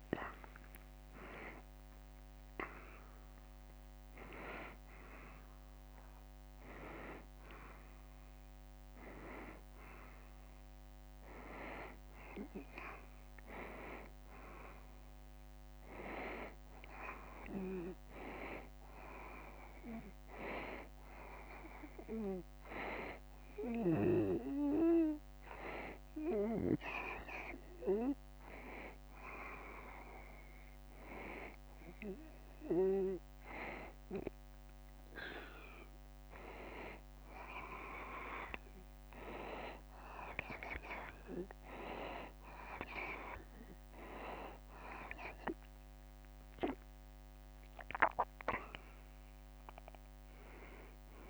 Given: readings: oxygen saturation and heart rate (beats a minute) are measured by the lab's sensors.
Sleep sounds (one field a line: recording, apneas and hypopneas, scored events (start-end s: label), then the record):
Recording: breathing in sleep by a microphone on the trachea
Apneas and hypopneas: 1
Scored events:
0.00-4.00 s: arousal
26.00-37.50 s: hypopnea (oxygen 94% before, 92% lowest, heart rate 79 before, 74 extreme, up 2 after)
46.00-50.00 s: arousal
From the record:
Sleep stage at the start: N2 (light sleep)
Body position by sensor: on the right side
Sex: male